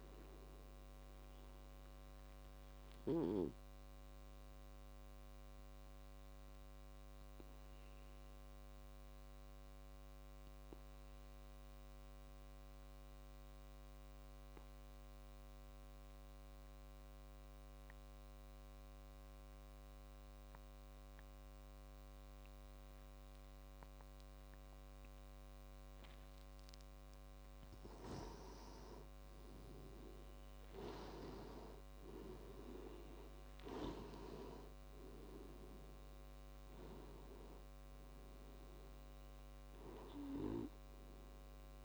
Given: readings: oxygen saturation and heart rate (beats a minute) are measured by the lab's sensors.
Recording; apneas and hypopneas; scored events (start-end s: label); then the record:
breathing in sleep by a microphone on the trachea; 1
0.00-18.00 s: oxygen desaturation (device-marked, oxygen 91% lowest)
4.50-26.50 s: obstructive apnea (oxygen 98% before, 89% lowest)
28.50-31.50 s: arousal
30.00-41.85 s: oxygen desaturation (device-marked, oxygen 98% before, 89% lowest)
From the record:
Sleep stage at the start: N2 (light sleep); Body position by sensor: on the back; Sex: male